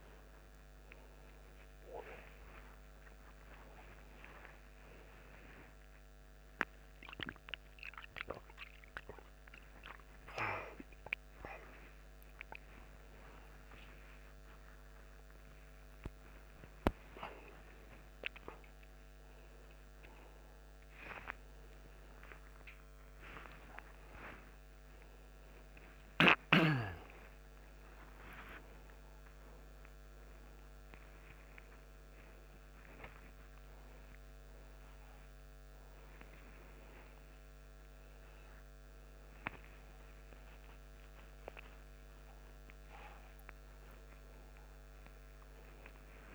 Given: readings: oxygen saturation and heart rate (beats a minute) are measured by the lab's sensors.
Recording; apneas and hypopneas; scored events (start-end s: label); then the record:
a person awake in a sleep study, by a microphone on the trachea; none
37.00-46.35 s: oxygen desaturation (device-marked, oxygen 98% before, 95% lowest, heart rate 151 before, 117 extreme)
From the record:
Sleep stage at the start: awake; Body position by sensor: on the back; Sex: male